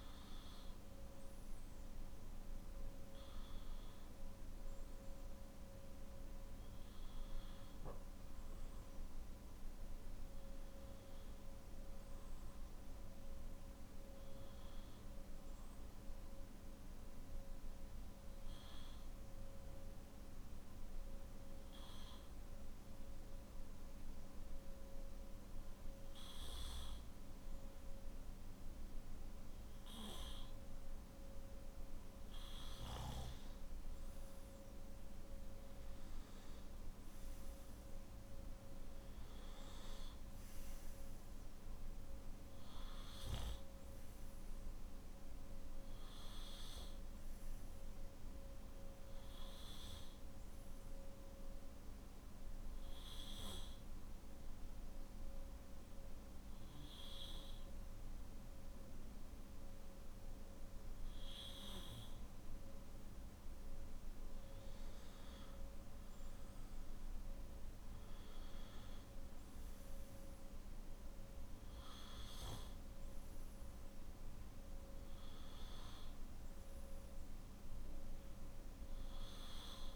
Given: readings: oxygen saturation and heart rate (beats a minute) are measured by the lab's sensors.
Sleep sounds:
breathing in sleep, hard to hear, by a room microphone; 2
16.50-30.00 s: hypopnea (oxygen 96% before, 94% lowest, heart rate 57 before, 51 extreme, up 9 after)
51.00-65.00 s: hypopnea (oxygen 97% before, 95% lowest, heart rate 56 before, 51 extreme, up 9 after)
From the record:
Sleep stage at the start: N3 (deep sleep); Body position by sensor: on the back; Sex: male

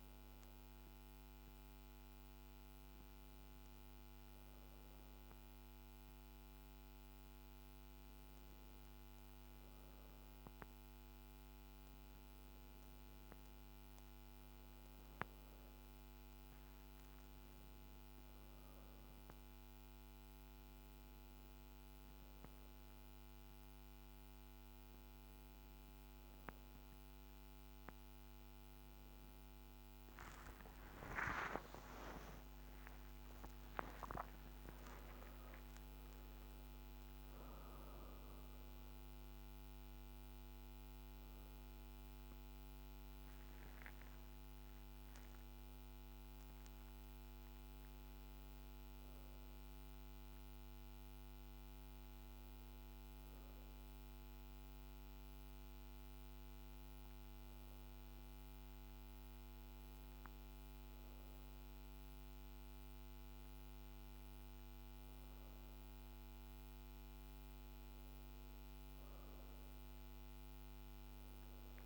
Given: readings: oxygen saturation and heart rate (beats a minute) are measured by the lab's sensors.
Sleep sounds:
breathing in sleep, hard to hear, by a microphone on the trachea; none
30.00-35.00 s: arousal
64.00-71.85 s: oxygen desaturation (device-marked, oxygen 96% before, 92% lowest, heart rate 54 before, 54 extreme)
From the record:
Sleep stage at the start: N2 (light sleep); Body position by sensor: on the back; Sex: female

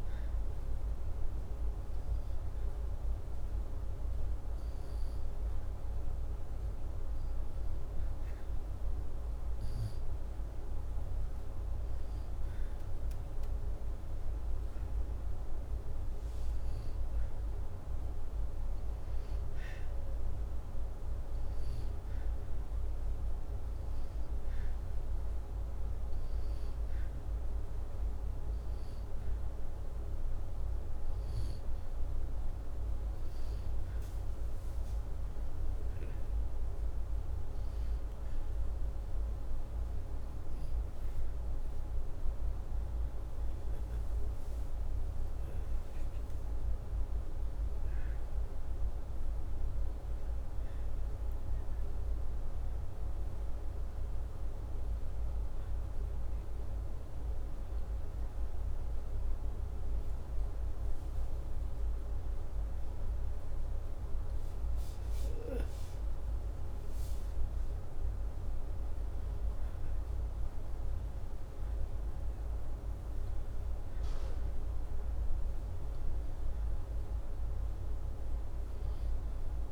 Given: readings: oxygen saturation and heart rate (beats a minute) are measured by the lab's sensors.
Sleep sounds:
breathing in sleep, hard to hear, by a room microphone; none
none scored
From the record:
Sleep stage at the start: N2 (light sleep); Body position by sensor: upright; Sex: male

